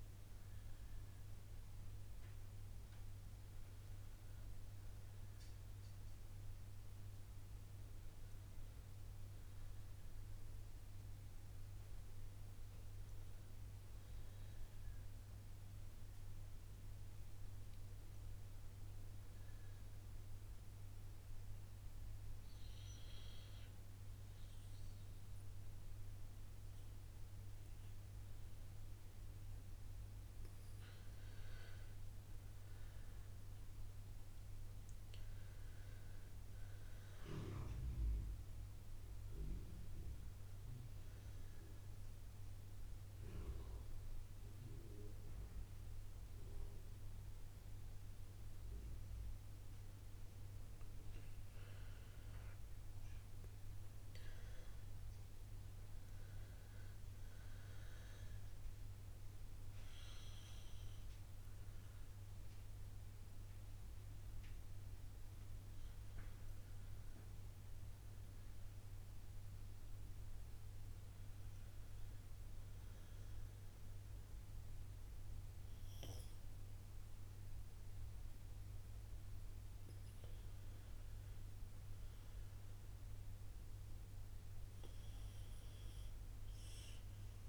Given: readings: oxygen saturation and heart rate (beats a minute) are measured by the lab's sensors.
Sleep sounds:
breathing in sleep, hard to hear, by a room microphone; 2
10.00-14.00 s: arousal
20.50-30.50 s: hypopnea (oxygen 93% before, 87% lowest, heart rate 61 before, 59 extreme, up 3 after)
33.00-36.00 s: arousal
40.50-54.50 s: oxygen desaturation (device-marked, oxygen 91% before, 87% lowest, heart rate 61 before, 59 extreme)
41.50-51.50 s: obstructive apnea (oxygen 93% before, 86% lowest, heart rate 61 before, 59 extreme, up 3 after)
54.50-58.00 s: arousal
62.50-75.50 s: oxygen desaturation (device-marked, oxygen 92% before, 87% lowest, heart rate 61 before, 59 extreme)
From the record:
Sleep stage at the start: N2 (light sleep); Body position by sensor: on the right side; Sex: female

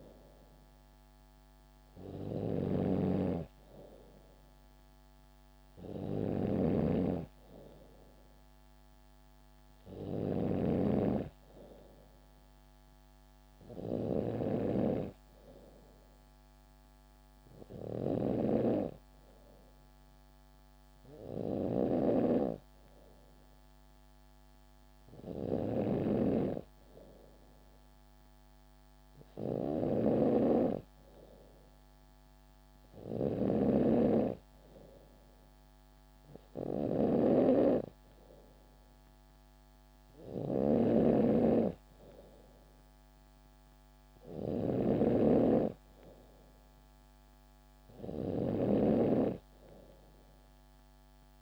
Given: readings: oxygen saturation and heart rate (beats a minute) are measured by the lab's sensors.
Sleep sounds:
breathing in sleep by a microphone on the trachea; none
0.00-21.50 s: snoring (device-marked)
5.00-7.00 s: bradycardia (device-marked, heart rate 69 before, 69 extreme)
29.00-33.00 s: snoring (device-marked)
40.00-51.42 s: snoring (device-marked)
From the record:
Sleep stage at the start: N3 (deep sleep); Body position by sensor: on the back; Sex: female

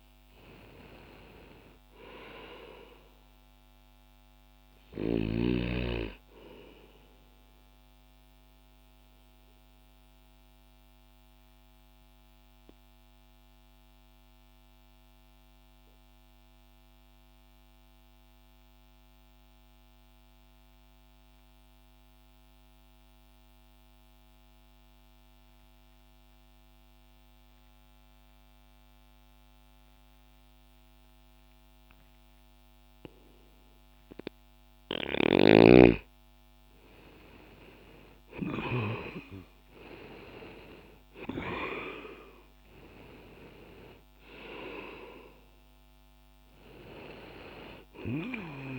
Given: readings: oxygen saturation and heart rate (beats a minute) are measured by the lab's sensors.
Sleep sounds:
breathing in sleep by a microphone on the trachea; 1
0.00-14.00 s: oxygen desaturation (device-marked, oxygen 90% lowest, heart rate 60 extreme)
8.00-35.50 s: mixed apnea (oxygen 98% before, 84% lowest, heart rate 60 before, 60 extreme, up 10 after)
20.00-35.00 s: oxygen desaturation (device-marked, oxygen 92% before, 85% lowest, heart rate 60 before, 60 extreme)
39.00-43.00 s: arousal
From the record:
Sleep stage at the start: N2 (light sleep); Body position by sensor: on the back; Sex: male

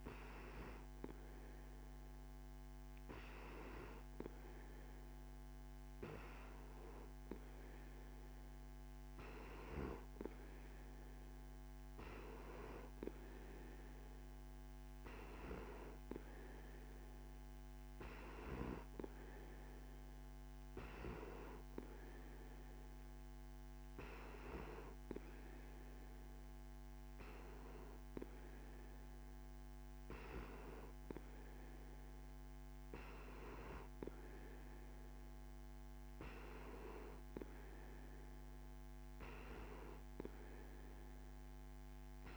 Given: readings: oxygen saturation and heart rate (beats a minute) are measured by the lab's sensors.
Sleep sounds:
breathing in sleep by a microphone on the trachea; none
none scored
From the record:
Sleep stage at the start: N2 (light sleep); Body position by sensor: on the back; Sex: male

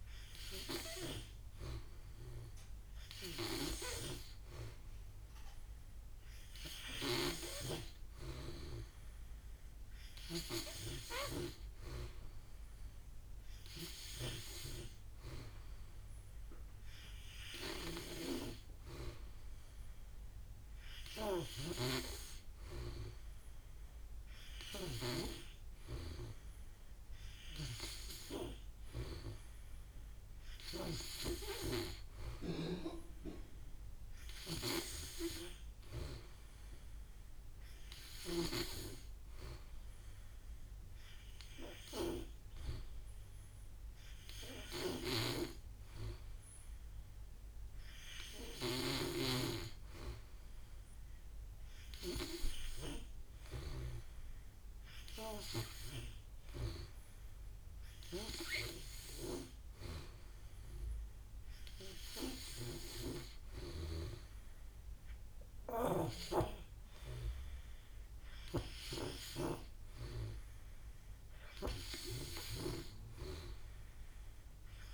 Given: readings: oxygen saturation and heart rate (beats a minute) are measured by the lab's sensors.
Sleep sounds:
breathing in sleep by a room microphone; none
44.50-49.00 s: snoring (device-marked)
68.50-74.94 s: snoring (device-marked)
From the record:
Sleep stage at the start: N3 (deep sleep); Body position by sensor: on the back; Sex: male

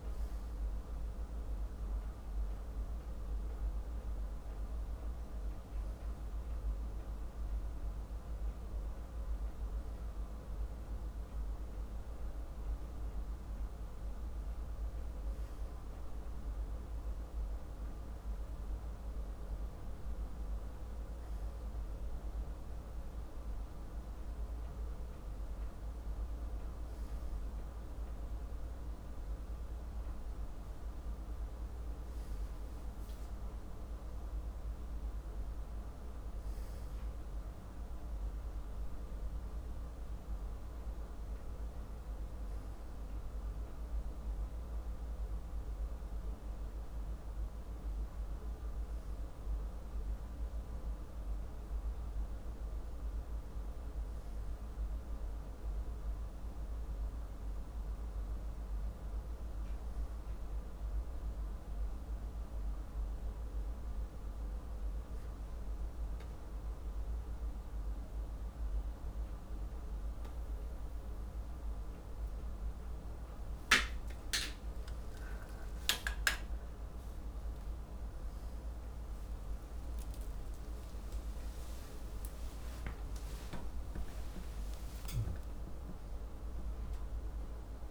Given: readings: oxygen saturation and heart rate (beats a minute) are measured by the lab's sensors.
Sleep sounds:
breathing in sleep, hard to hear, by a room microphone; none
79.50-87.00 s: arousal
From the record:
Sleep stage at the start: N2 (light sleep); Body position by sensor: on the back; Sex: male

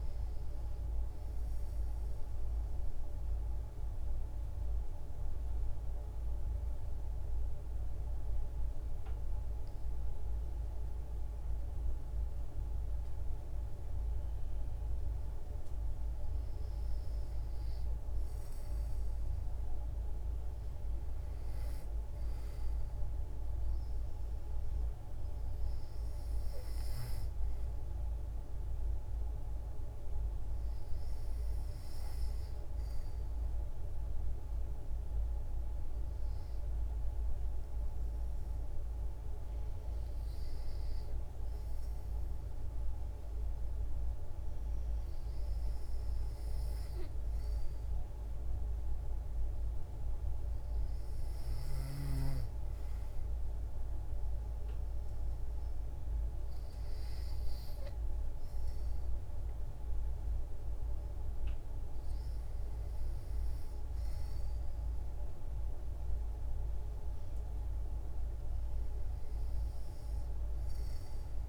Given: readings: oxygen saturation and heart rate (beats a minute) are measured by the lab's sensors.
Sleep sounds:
breathing in sleep, hard to hear, by a room microphone; 1
1.00-71.49 s: new sleep stage, N2 (light sleep)
2.50-17.00 s: hypopnea (oxygen 95% before, 90% lowest, heart rate 65 before, 62 extreme, up 5 after)
14.00-42.00 s: oxygen desaturation (device-marked, oxygen 95% before, 90% lowest, heart rate 64 before, 62 extreme)
18.50-22.50 s: arousal
From the record:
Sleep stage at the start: REM sleep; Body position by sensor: on the back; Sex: female

